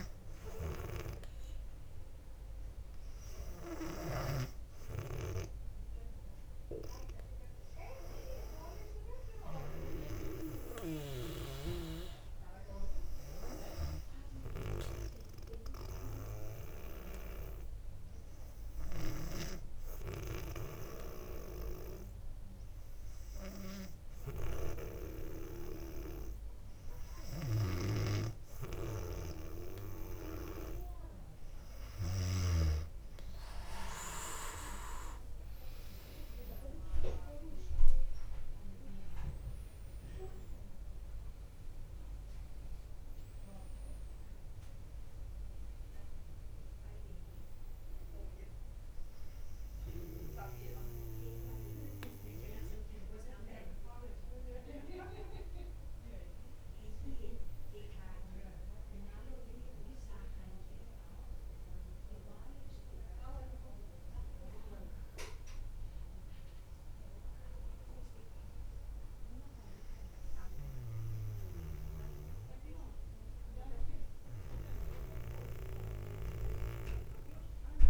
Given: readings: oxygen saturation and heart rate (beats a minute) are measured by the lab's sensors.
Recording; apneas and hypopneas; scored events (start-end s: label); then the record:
a person partly awake in a sleep study, by a room microphone; 1
0.00-4.50 s: snoring (device-marked)
15.50-27.50 s: obstructive apnea (oxygen 99% before, 97% lowest, heart rate 62 before, 57 extreme, up 2 after)
27.00-32.50 s: snoring (device-marked)
35.50-65.50 s: new sleep stage, awake
65.50-77.90 s: new sleep stage, N1 (lightest sleep)
From the record:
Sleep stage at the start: N2 (light sleep); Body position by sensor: on the back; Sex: female